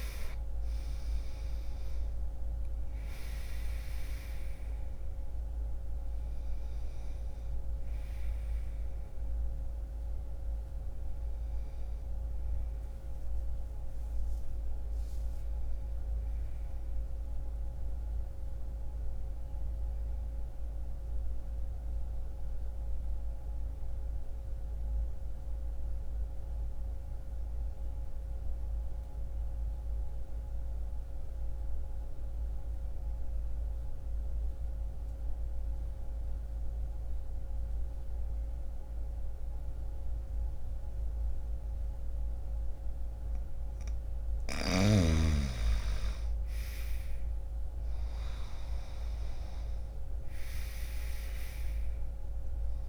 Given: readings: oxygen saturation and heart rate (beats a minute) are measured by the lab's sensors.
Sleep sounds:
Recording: breathing in sleep, hard to hear, by a room microphone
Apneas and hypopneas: 1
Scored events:
0.00-13.50 s: oxygen desaturation (device-marked, oxygen 88% lowest, heart rate 60 extreme)
20.50-44.00 s: mixed apnea (oxygen 96% before, 84% lowest, heart rate 61 before, 59 extreme, up 1 after)
21.50-30.50 s: oxygen desaturation (device-marked, oxygen 90% before, 84% lowest, heart rate 61 before, 59 extreme)
44.50-52.89 s: new sleep stage, N1 (lightest sleep)
44.50-52.89 s: oxygen desaturation (device-marked, oxygen 99% before, 84% lowest, heart rate 63 before, 60 extreme)
From the record:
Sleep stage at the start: N2 (light sleep)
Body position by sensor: on the right side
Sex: male

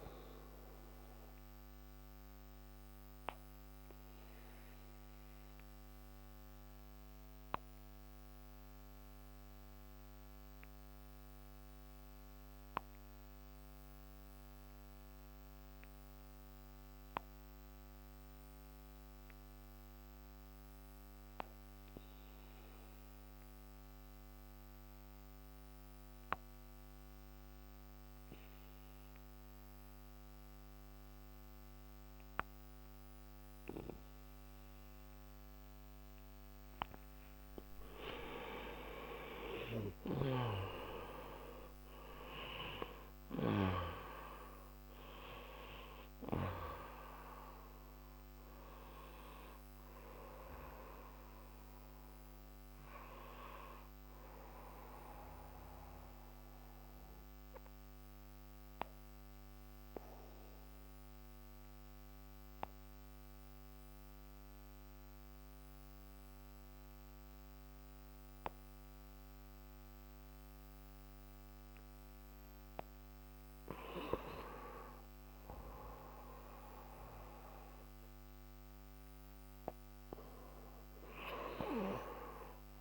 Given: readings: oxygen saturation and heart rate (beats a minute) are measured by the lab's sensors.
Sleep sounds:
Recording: breathing in sleep by a microphone on the trachea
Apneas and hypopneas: 2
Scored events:
0.00-21.00 s: oxygen desaturation (device-marked, oxygen 87% lowest)
1.00-37.00 s: obstructive apnea (oxygen 98% before, 83% lowest)
37.00-73.00 s: oxygen desaturation (device-marked, oxygen 97% before, 83% lowest)
38.50-42.50 s: arousal
55.00-73.00 s: mixed apnea (oxygen 97% before, 83% lowest)
74.50-78.50 s: arousal
From the record:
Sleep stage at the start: N2 (light sleep)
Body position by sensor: on the back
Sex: male

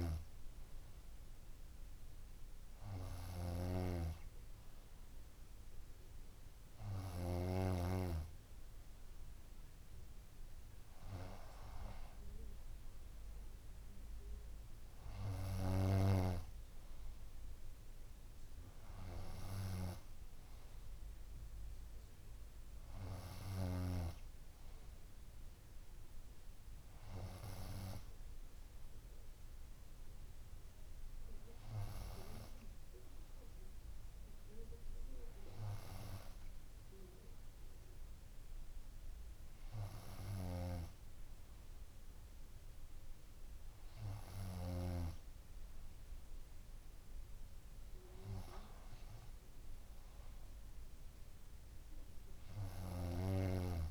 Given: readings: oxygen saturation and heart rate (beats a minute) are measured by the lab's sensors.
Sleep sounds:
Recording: breathing in sleep by a room microphone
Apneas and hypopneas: none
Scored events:
0.00-8.00 s: snoring (device-marked)
16.00-22.00 s: bradycardia (device-marked, heart rate 63 before, 58 extreme)
From the record:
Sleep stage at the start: N2 (light sleep)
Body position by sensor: on the front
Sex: female

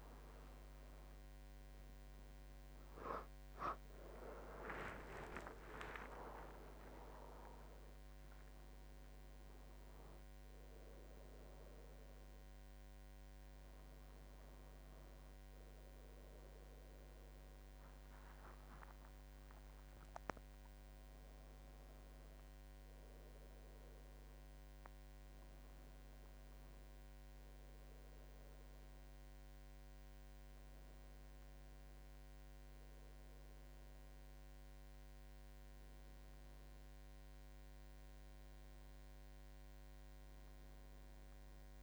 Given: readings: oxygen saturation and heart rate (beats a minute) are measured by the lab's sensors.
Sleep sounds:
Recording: a person awake in a sleep study, by a microphone on the trachea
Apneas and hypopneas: none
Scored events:
27.50-41.83 s: new sleep stage, N1 (lightest sleep)
From the record:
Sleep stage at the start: awake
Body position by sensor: on the back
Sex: male

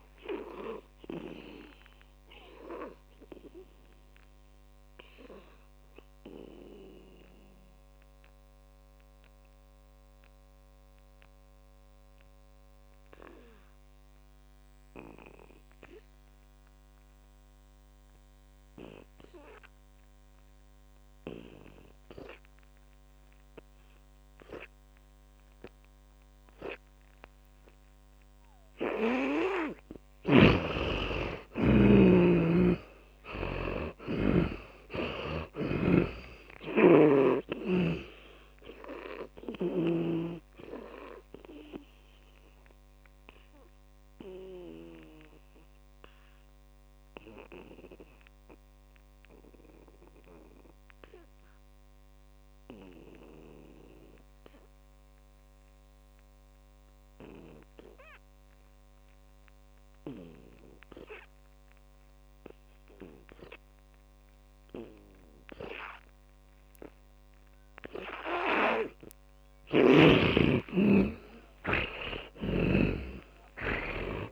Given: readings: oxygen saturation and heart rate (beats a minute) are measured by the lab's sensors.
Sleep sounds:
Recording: breathing in sleep by a microphone on the trachea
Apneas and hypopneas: 2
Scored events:
0.00-20.50 s: oxygen desaturation (device-marked, oxygen 82% lowest, heart rate 51 extreme)
2.50-30.50 s: mixed apnea (oxygen 100% before, 82% lowest, heart rate 62 before, 51 extreme, up 23 after)
31.50-36.00 s: arousal
37.50-61.50 s: oxygen desaturation (device-marked, oxygen 99% before, 82% lowest, heart rate 57 before, 51 extreme)
41.00-69.00 s: mixed apnea (oxygen 100% before, 81% lowest, heart rate 59 before, 51 extreme, up 18 after)
70.00-74.32 s: snoring (device-marked)
70.50-74.32 s: arousal
From the record:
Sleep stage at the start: N2 (light sleep)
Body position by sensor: on the back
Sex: male

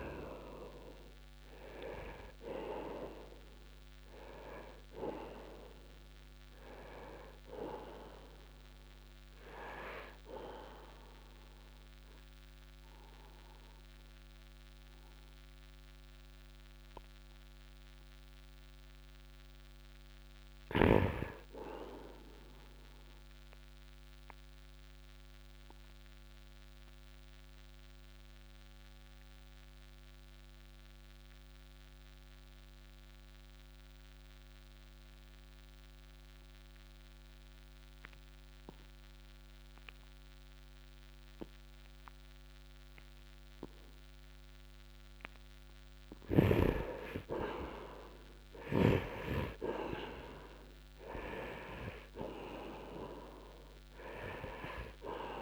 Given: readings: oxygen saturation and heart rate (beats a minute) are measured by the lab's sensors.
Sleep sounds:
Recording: breathing in sleep by a microphone on the trachea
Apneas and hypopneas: 1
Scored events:
0.00-1.50 s: arousal
0.00-25.50 s: oxygen desaturation (device-marked, oxygen 87% lowest, heart rate 54 extreme)
25.50-44.50 s: obstructive apnea (oxygen 97% before, 81% lowest, heart rate 68 before, 54 extreme, up 0 after)
41.50-55.41 s: oxygen desaturation (device-marked, oxygen 99% before, 81% lowest, heart rate 67 before, 54 extreme)
47.00-51.00 s: arousal
From the record:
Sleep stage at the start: N2 (light sleep)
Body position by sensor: on the right side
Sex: male

